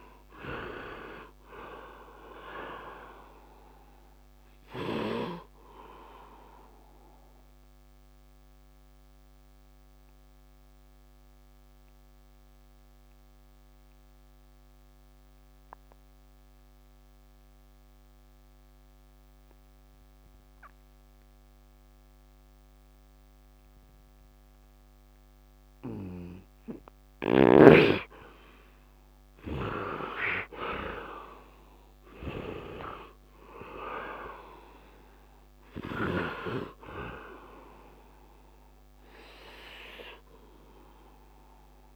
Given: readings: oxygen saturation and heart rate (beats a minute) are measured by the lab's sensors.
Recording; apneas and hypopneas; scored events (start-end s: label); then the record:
breathing in sleep by a microphone on the trachea; 1
0.00-29.00 s: oxygen desaturation (device-marked, oxygen 54% lowest, heart rate 61 extreme)
6.50-27.00 s: mixed apnea (oxygen 73% before, 54% lowest, heart rate 73 before, 65 extreme, up 22 after)
28.50-33.50 s: arousal
38.00-41.96 s: new sleep stage, REM sleep
38.00-41.96 s: oxygen desaturation (device-marked, oxygen 100% before, 69% lowest, heart rate 87 before, 72 extreme)
From the record:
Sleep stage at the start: N2 (light sleep); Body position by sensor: on the right side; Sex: male